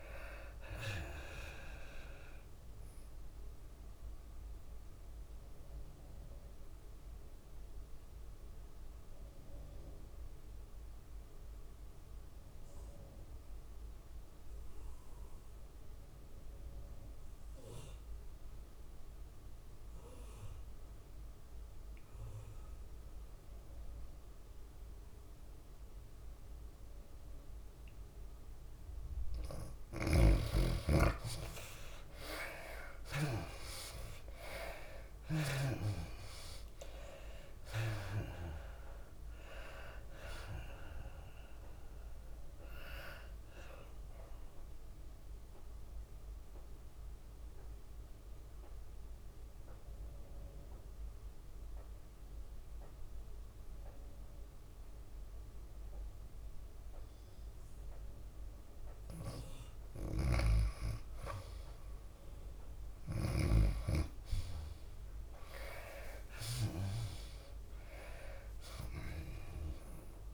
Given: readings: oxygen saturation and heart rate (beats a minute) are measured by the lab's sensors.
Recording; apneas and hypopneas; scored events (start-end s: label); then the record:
breathing in sleep by a room microphone; 2
0.00-10.00 s: tachycardia (device-marked, heart rate 110 extreme)
0.00-12.00 s: drop in pulse transit time (device-marked, heart rate 102 extreme)
0.00-21.00 s: oxygen desaturation (device-marked, oxygen 79% lowest, heart rate 94 extreme)
4.00-30.00 s: mixed apnea (oxygen 98% before, 79% lowest, heart rate 106 before, 94 extreme, up 10 after)
29.00-55.00 s: oxygen desaturation (device-marked, oxygen 99% before, 81% lowest, heart rate 98 before, 99 extreme)
33.00-37.00 s: arousal
33.00-55.00 s: tachycardia (device-marked, heart rate 97 before, 108 extreme)
34.00-47.00 s: drop in pulse transit time (device-marked, heart rate 97 before, 99 extreme)
44.50-60.50 s: mixed apnea (oxygen 99% before, 81% lowest, heart rate 101 before, 99 extreme, up 3 after)
60.50-64.00 s: snoring (device-marked)
61.00-63.00 s: tachycardia (device-marked, heart rate 98 before, 100 extreme)
64.00-70.33 s: tachycardia (device-marked, heart rate 98 before, 128 extreme)
65.50-70.33 s: arousal
67.00-70.33 s: oxygen desaturation (device-marked, oxygen 98% before, 89% lowest, heart rate 102 before, 99 extreme)
68.00-70.33 s: drop in pulse transit time (device-marked, heart rate 102 before, 103 extreme)
From the record:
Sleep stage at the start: N2 (light sleep); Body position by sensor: on the left side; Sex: female